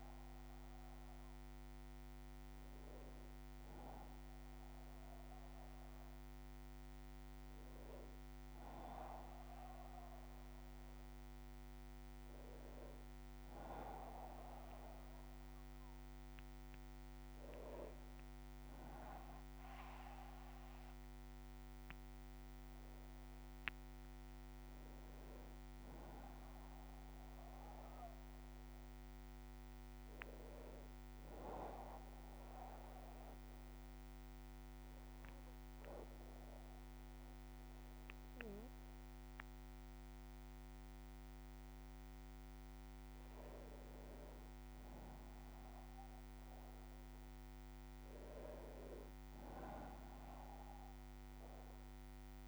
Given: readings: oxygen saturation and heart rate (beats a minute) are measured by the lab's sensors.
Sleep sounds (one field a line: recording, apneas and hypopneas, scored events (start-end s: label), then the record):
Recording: a person partly awake in a sleep study, by a microphone on the trachea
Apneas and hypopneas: none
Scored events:
19.00-52.48 s: new sleep stage, N1 (lightest sleep)
50.00-52.48 s: arousal
From the record:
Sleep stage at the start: awake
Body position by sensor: on the back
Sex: male